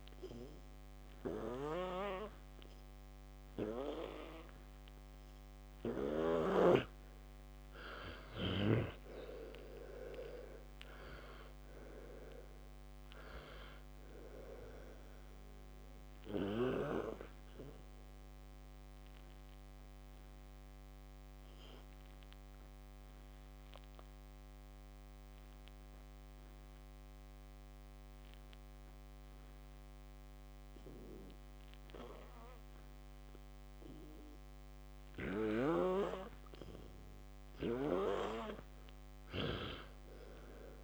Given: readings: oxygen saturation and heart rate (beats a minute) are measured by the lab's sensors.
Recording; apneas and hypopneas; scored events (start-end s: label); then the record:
breathing in sleep by a microphone on the trachea; 1
8.00-12.00 s: arousal
11.00-28.00 s: oxygen desaturation (device-marked, oxygen 98% before, 91% lowest, heart rate 65 before, 58 extreme)
20.00-34.00 s: obstructive apnea (oxygen 98% before, 91% lowest, heart rate 78 before, 57 extreme, up 40 after)
35.00-40.83 s: snoring (device-marked)
36.50-40.50 s: arousal
From the record:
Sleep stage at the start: N2 (light sleep); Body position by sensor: on the back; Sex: male